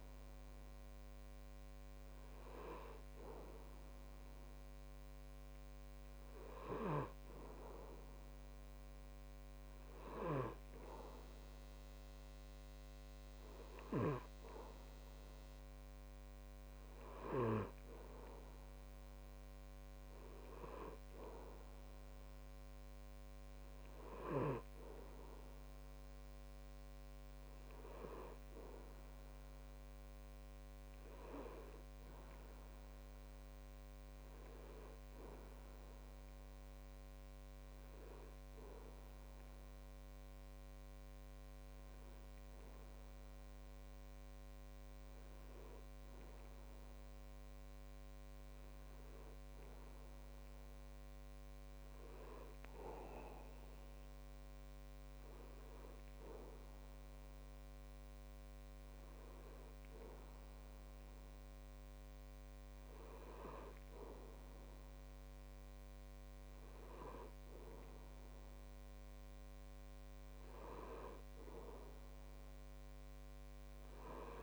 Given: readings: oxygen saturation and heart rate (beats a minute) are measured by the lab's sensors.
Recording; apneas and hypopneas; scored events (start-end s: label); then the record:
breathing in sleep by a microphone on the trachea; none
none scored
From the record:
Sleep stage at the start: N2 (light sleep); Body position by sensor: on the back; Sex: male